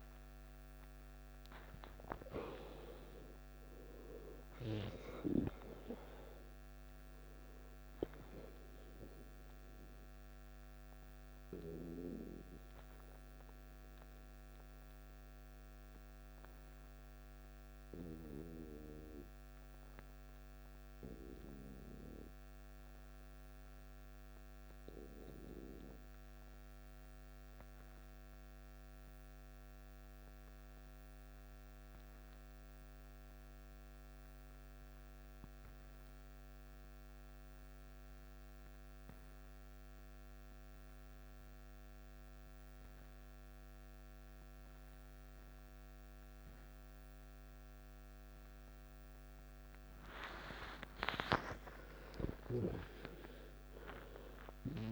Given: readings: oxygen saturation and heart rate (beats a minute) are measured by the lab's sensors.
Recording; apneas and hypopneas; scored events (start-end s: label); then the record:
breathing in sleep by a microphone on the trachea; 1
0.00-24.00 s: oxygen desaturation (device-marked, oxygen 87% lowest, heart rate 55 extreme)
11.50-49.50 s: obstructive apnea (oxygen 97% before, 86% lowest, heart rate 65 before, 55 extreme, up 13 after)
41.00-54.92 s: oxygen desaturation (device-marked, oxygen 98% before, 86% lowest, heart rate 55 before, 54 extreme)
50.50-54.00 s: arousal
From the record:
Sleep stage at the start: N2 (light sleep); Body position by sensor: on the back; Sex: male